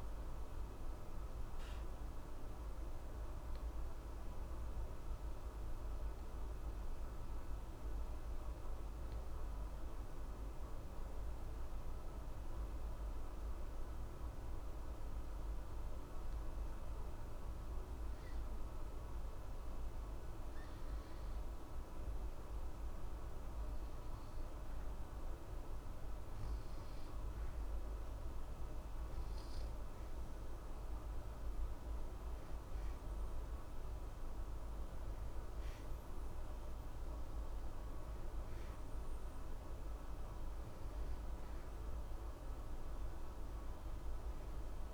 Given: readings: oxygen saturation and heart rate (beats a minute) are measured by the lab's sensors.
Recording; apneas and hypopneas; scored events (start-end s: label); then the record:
breathing in sleep, hard to hear, by a room microphone; 1
0.00-15.00 s: oxygen desaturation (device-marked, oxygen 88% lowest, heart rate 60 extreme)
3.00-24.00 s: obstructive apnea (oxygen 95% before, 88% lowest, heart rate 67 before, 60 extreme, up 0 after)
26.00-31.00 s: arousal
35.00-44.94 s: oxygen desaturation (device-marked, oxygen 94% before, 89% lowest, heart rate 60 before, 60 extreme)
From the record:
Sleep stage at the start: N2 (light sleep); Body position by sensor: on the back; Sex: male